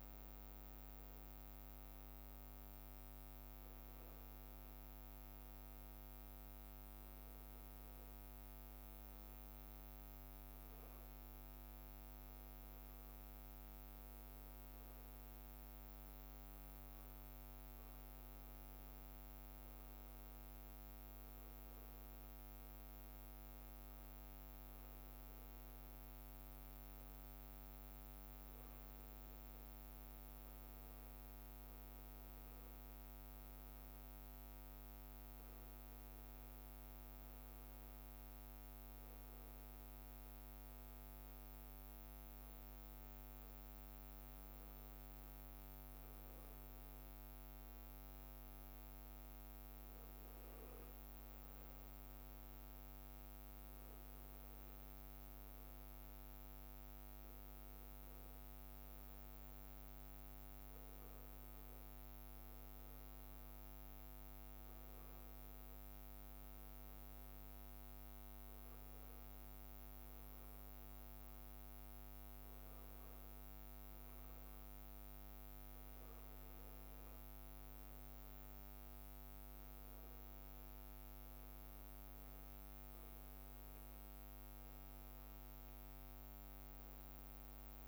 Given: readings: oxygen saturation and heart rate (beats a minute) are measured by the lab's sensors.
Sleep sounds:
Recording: a person awake in a sleep study, hard to hear, by a microphone on the trachea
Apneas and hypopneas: none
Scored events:
none scored
From the record:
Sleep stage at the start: awake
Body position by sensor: on the back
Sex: male

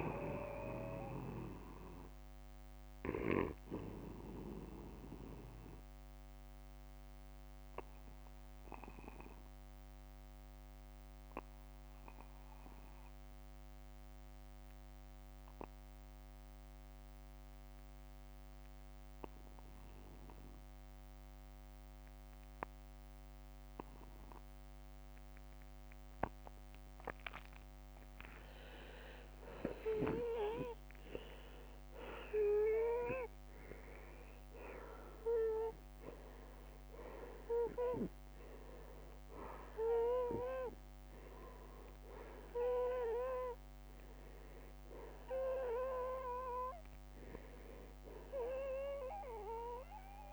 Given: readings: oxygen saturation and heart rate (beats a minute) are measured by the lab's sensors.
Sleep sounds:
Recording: breathing in sleep by a microphone on the trachea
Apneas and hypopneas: 1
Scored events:
0.00-3.00 s: arousal
2.50-19.50 s: oxygen desaturation (device-marked, oxygen 96% before, 87% lowest, heart rate 68 before, 47 extreme)
6.50-27.00 s: obstructive apnea (oxygen 96% before, 83% lowest, heart rate 66 before, 48 extreme, up 21 after)
9.50-11.50 s: long interval between heartbeats (device-marked, heart rate 63 before, 59 extreme)
25.50-27.50 s: long interval between heartbeats (device-marked, heart rate 54 before, 52 extreme)
28.00-33.00 s: arousal
35.50-50.33 s: oxygen desaturation (device-marked, oxygen 96% before, 83% lowest, heart rate 57 before, 42 extreme)
38.00-40.00 s: long interval between heartbeats (device-marked, heart rate 57 before, 60 extreme)
48.00-50.00 s: long interval between heartbeats (device-marked, heart rate 63 before, 66 extreme)
From the record:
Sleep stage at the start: N2 (light sleep)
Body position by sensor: on the back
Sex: male

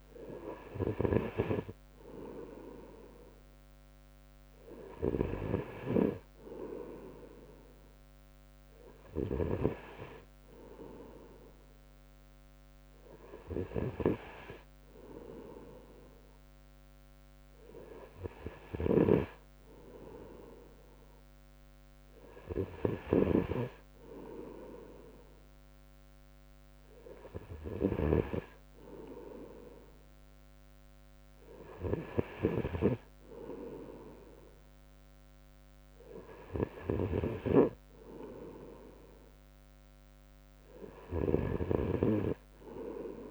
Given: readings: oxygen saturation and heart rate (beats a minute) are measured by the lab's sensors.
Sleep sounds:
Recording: breathing in sleep by a microphone on the trachea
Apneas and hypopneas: none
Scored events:
none scored
From the record:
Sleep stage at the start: N3 (deep sleep)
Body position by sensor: on the right side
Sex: male

